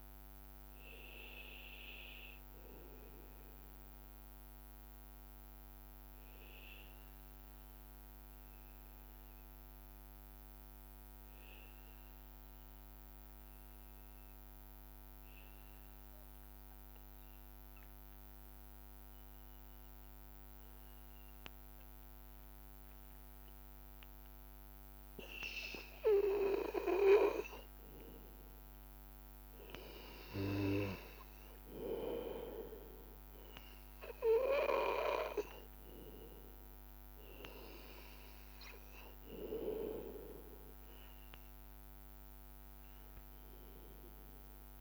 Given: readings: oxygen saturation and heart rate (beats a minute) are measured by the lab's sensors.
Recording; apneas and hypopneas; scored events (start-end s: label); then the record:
breathing in sleep by a microphone on the trachea; 1
1.00-35.00 s: hypopnea (oxygen 98% before, 93% lowest, heart rate 83 before, 82 extreme, up 0 after)
19.50-44.81 s: oxygen desaturation (device-marked, oxygen 97% before, 93% lowest, heart rate 83 before, 82 extreme)
36.00-40.00 s: arousal
From the record:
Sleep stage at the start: N2 (light sleep); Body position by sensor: on the back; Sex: male